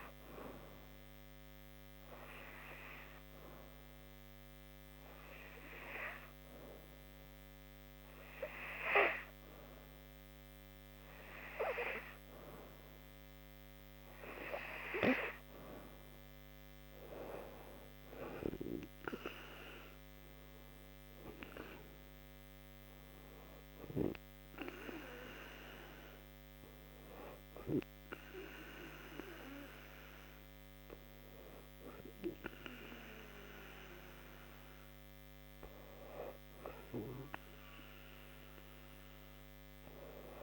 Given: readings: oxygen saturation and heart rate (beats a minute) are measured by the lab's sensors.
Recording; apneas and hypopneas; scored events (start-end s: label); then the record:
breathing in sleep by a microphone on the trachea; 1
1.50-14.00 s: obstructive apnea (oxygen 97% before, 90% lowest, heart rate 75 before, 71 extreme, up 5 after)
12.00-40.00 s: oxygen desaturation (device-marked, oxygen 96% before, 90% lowest, heart rate 73 before, 71 extreme)
17.50-20.50 s: arousal
From the record:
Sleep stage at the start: N2 (light sleep); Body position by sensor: on the back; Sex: female